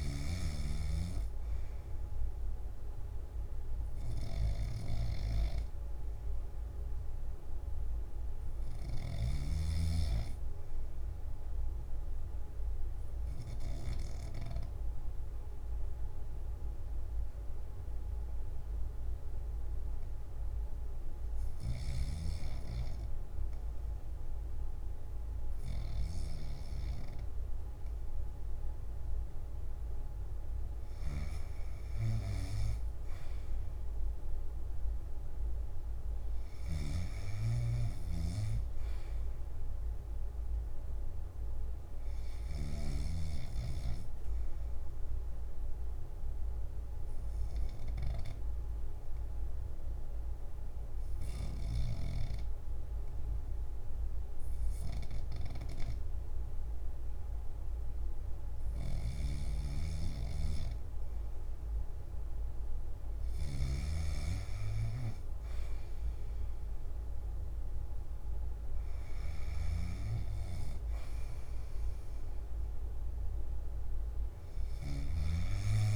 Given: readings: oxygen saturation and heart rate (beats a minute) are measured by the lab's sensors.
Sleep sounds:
breathing in sleep by a room microphone; 2
5.00-23.00 s: oxygen desaturation (device-marked, oxygen 94% before, 88% lowest, heart rate 64 before, 52 extreme)
12.50-29.50 s: obstructive apnea (oxygen 94% before, 87% lowest, heart rate 63 before, 52 extreme)
41.00-66.00 s: oxygen desaturation (device-marked, oxygen 94% before, 87% lowest, heart rate 57 before, 59 extreme)
44.00-58.50 s: obstructive apnea (oxygen 94% before, 87% lowest, heart rate 56 before, 59 extreme, up 2 after)
73.00-75.96 s: oxygen desaturation (device-marked, oxygen 94% before, 87% lowest, heart rate 62 before, 65 extreme)
From the record:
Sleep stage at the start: N3 (deep sleep); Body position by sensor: on the back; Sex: male

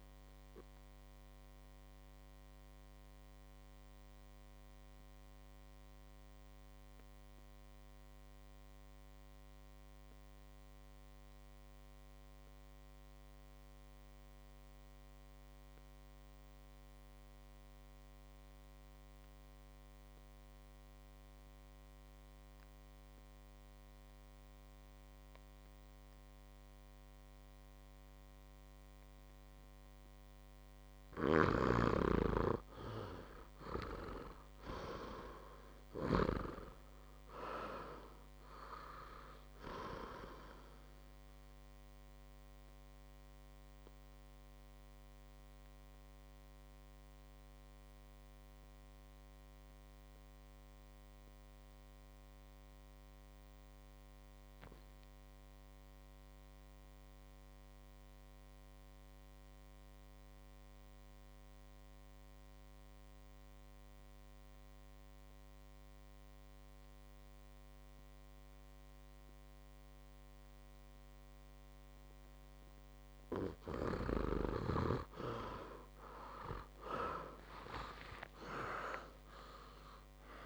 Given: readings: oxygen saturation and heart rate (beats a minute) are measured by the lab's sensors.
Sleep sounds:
breathing in sleep by a microphone on the trachea; 2
0.00-16.00 s: oxygen desaturation (device-marked, oxygen 87% lowest, heart rate 55 extreme)
1.50-29.50 s: obstructive apnea (oxygen 100% before, 87% lowest, heart rate 62 before, 55 extreme, up 4 after)
27.00-58.00 s: oxygen desaturation (device-marked, oxygen 100% before, 87% lowest, heart rate 59 before, 56 extreme)
32.50-35.50 s: arousal
42.50-72.50 s: obstructive apnea (oxygen 100% before, 87% lowest, heart rate 63 before, 54 extreme, up 30 after)
71.00-80.46 s: oxygen desaturation (device-marked, oxygen 99% before, 88% lowest, heart rate 59 before, 54 extreme)
76.00-80.46 s: arousal
From the record:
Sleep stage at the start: N2 (light sleep); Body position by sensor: on the back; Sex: male

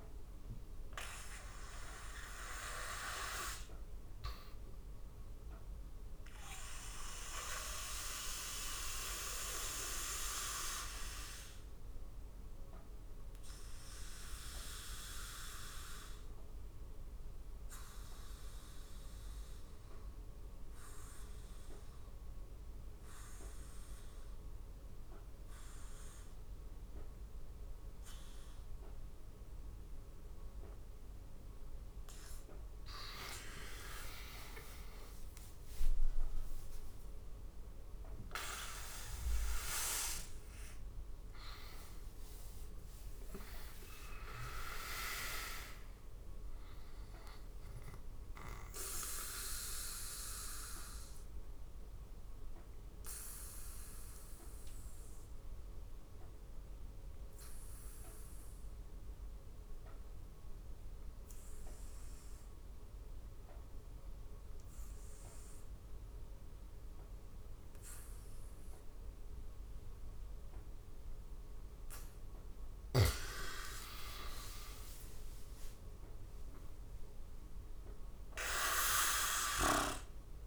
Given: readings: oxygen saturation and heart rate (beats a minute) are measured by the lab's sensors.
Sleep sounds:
breathing in sleep by a room microphone; 2
0.00-22.50 s: oxygen desaturation (device-marked, oxygen 76% lowest, heart rate 68 extreme)
8.50-30.00 s: obstructive apnea (oxygen 99% before, 76% lowest, heart rate 79 before, 68 extreme, up 1 after)
32.50-36.50 s: arousal
34.50-36.50 s: long interval between heartbeats (device-marked, heart rate 77 before, 68 extreme)
36.50-61.50 s: oxygen desaturation (device-marked, oxygen 99% before, 79% lowest, heart rate 76 before, 68 extreme)
49.00-72.00 s: obstructive apnea (oxygen 100% before, 77% lowest, heart rate 78 before, 70 extreme, up 13 after)
63.50-80.47 s: oxygen desaturation (device-marked, oxygen 100% before, 77% lowest, heart rate 76 before, 71 extreme)
73.00-76.50 s: arousal
From the record:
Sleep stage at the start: N2 (light sleep); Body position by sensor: on the back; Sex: male

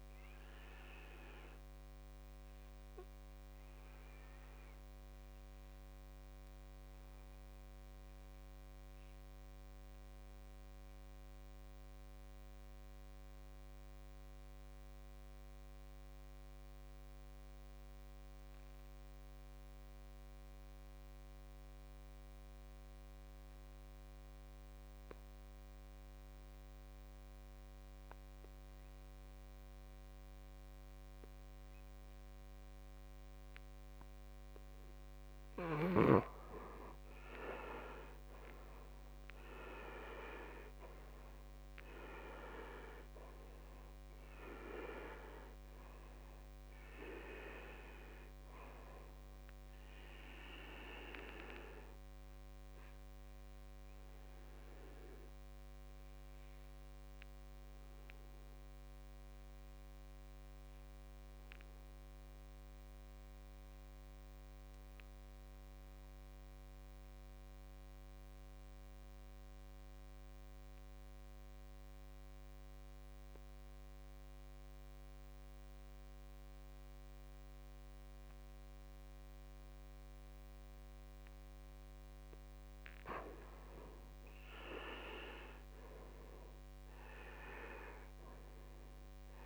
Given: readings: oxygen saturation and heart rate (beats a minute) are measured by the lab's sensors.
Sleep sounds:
breathing in sleep by a microphone on the trachea; 2
1.00-34.00 s: obstructive apnea (oxygen 100% before, 75% lowest, heart rate 58 before, 52 extreme, up 7 after)
11.50-22.50 s: oxygen desaturation (device-marked, oxygen 97% before, 90% lowest, heart rate 60 before, 58 extreme)
37.00-42.00 s: arousal
39.50-70.50 s: oxygen desaturation (device-marked, oxygen 95% before, 75% lowest, heart rate 64 before, 52 extreme)
54.50-82.00 s: obstructive apnea (oxygen 95% before, 75% lowest, heart rate 68 before, 53 extreme, up 14 after)
84.00-87.00 s: arousal
87.50-89.46 s: oxygen desaturation (device-marked, oxygen 99% before, 80% lowest, heart rate 59 before, 51 extreme)
From the record:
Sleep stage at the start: N2 (light sleep); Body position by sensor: on the back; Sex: male

